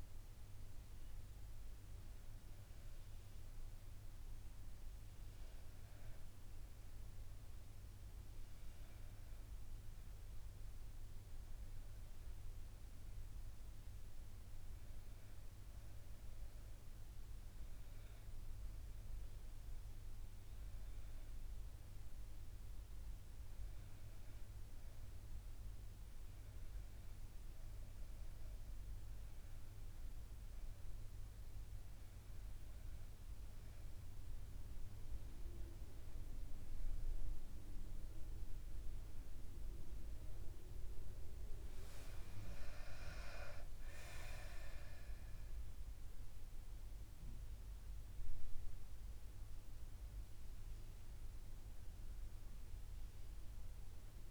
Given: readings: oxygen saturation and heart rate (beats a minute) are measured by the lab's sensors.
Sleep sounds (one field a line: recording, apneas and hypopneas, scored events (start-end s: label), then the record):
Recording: breathing in sleep by a room microphone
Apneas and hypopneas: none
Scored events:
42.50-47.00 s: arousal
From the record:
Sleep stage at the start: N1 (lightest sleep)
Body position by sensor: on the back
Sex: female